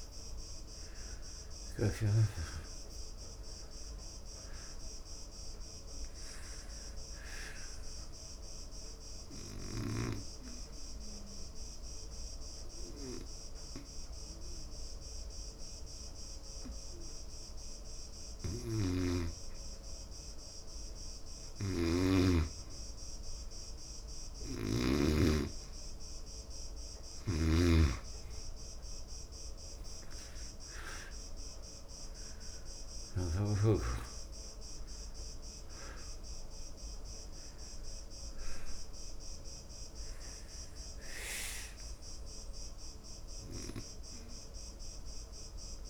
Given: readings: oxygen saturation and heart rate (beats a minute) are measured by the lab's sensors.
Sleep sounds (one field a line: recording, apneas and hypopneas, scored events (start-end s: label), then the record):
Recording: breathing in sleep by a room microphone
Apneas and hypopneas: 1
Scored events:
8.00-21.50 s: obstructive apnea (oxygen 96% before, 86% lowest, heart rate 75 before, 71 extreme, up 2 after)
11.00-26.00 s: oxygen desaturation (device-marked, oxygen 96% before, 86% lowest, heart rate 75 before, 71 extreme)
19.00-25.50 s: snoring (device-marked)
26.50-30.00 s: arousal
39.00-45.90 s: oxygen desaturation (device-marked, oxygen 97% before, 88% lowest, heart rate 74 before, 69 extreme)
From the record:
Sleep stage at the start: N2 (light sleep)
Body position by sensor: on the back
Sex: male